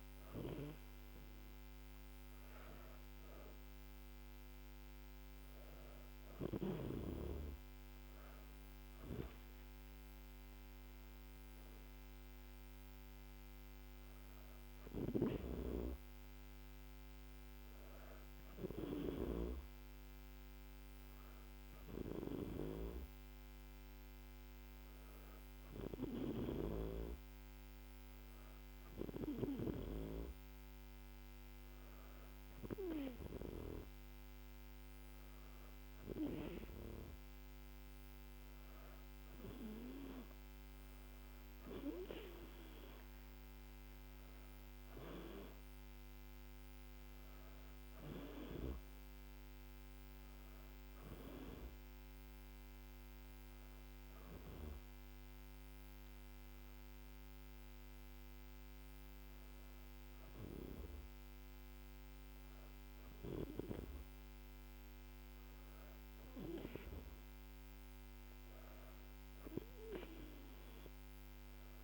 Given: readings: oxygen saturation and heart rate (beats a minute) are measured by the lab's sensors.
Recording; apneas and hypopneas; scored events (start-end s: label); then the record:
breathing in sleep by a microphone on the trachea; none
39.50-43.50 s: arousal
From the record:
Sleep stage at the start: N2 (light sleep); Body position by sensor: on the back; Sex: female